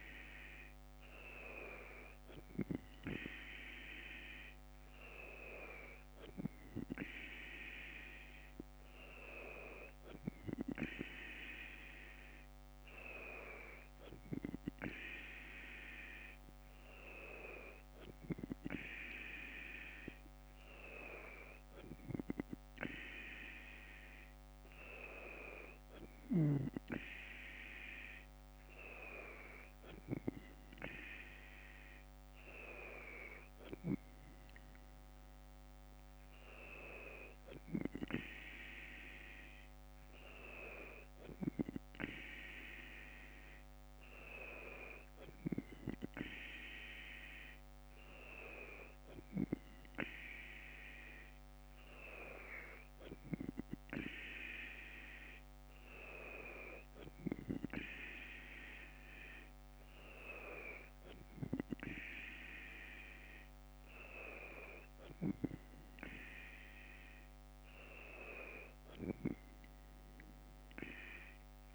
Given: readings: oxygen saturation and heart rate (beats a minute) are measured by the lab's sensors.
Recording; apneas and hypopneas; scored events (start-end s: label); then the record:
breathing in sleep by a microphone on the trachea; none
28.00-30.00 s: long interval between heartbeats (device-marked, heart rate 51 before, 55 extreme)
From the record:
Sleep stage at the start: N2 (light sleep); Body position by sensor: on the left side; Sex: female